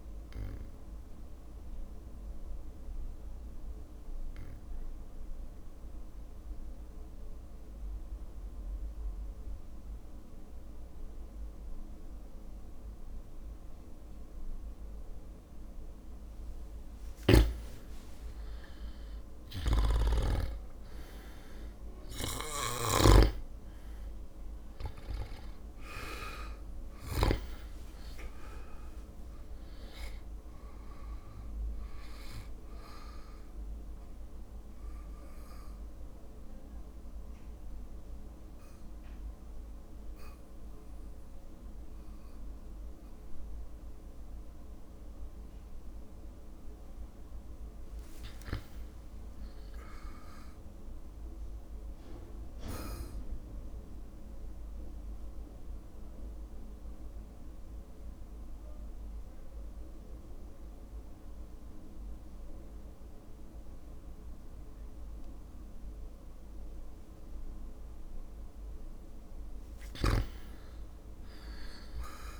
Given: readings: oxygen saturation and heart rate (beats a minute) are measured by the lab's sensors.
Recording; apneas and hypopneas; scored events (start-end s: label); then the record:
breathing in sleep by a room microphone; 3
0.00-2.00 s: oxygen desaturation (device-marked, oxygen 94% lowest, heart rate 56 extreme)
0.00-6.00 s: drop in pulse transit time (device-marked, heart rate 56 extreme)
0.50-16.50 s: obstructive apnea (oxygen 98% before, 96% lowest, heart rate 58 before, 56 extreme, up 5 after)
19.50-27.50 s: snoring (device-marked)
27.00-51.00 s: oxygen desaturation (device-marked, oxygen 99% before, 96% lowest, heart rate 59 before, 54 extreme)
28.50-32.00 s: arousal
33.50-45.50 s: obstructive apnea (oxygen 99% before, 95% lowest, heart rate 60 before, 54 extreme, up 13 after)
48.00-50.00 s: long interval between heartbeats (device-marked, heart rate 59 before, 69 extreme)
48.00-50.50 s: arousal
53.00-66.00 s: obstructive apnea (oxygen 100% before, 95% lowest, heart rate 61 before, 54 extreme, up 6 after)
68.00-71.50 s: arousal
From the record:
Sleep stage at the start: N2 (light sleep); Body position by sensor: on the back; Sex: male